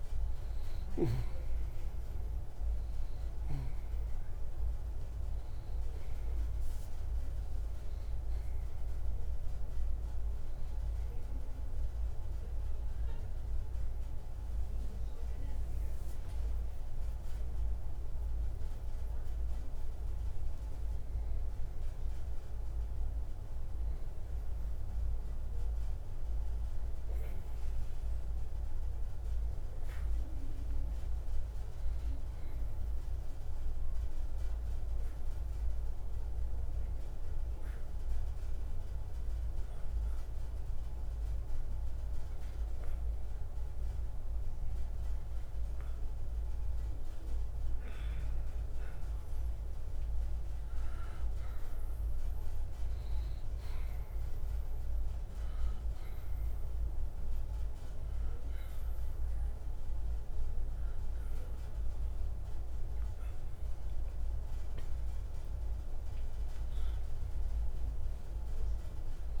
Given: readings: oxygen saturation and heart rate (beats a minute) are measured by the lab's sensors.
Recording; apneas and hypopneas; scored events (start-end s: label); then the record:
breathing in sleep, hard to hear, by a room microphone; 1
0.00-3.00 s: arousal
0.50-34.50 s: oxygen desaturation (device-marked, oxygen 95% before, 89% lowest, heart rate 60 before, 58 extreme)
37.00-50.00 s: obstructive apnea (oxygen 97% before, 93% lowest, heart rate 62 before, 58 extreme, up 6 after)
52.00-56.00 s: arousal
From the record:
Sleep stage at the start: N2 (light sleep); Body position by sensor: on the right side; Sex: male